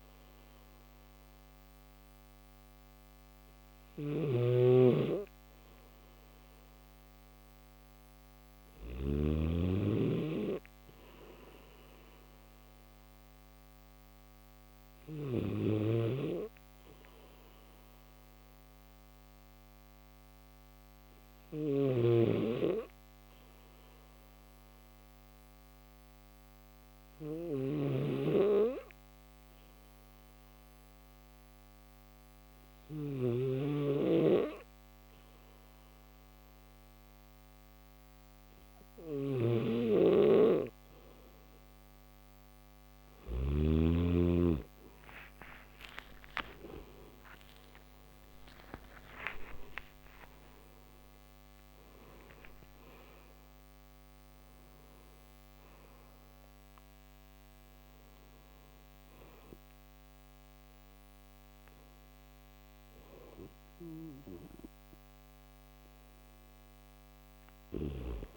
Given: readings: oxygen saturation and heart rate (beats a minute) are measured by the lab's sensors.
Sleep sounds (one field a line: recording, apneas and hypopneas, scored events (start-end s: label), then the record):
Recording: breathing in sleep by a microphone on the trachea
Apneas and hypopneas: 1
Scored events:
0.00-8.50 s: snoring (device-marked)
21.00-43.00 s: snoring (device-marked)
24.50-38.50 s: hypopnea (oxygen 94% before, 91% lowest, heart rate 75 before, 75 extreme, up 8 after)
40.00-64.00 s: oxygen desaturation (device-marked, oxygen 94% before, 91% lowest, heart rate 75 before, 70 extreme)
67.00-68.37 s: snoring (device-marked)
From the record:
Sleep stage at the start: N1 (lightest sleep)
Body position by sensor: on the back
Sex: male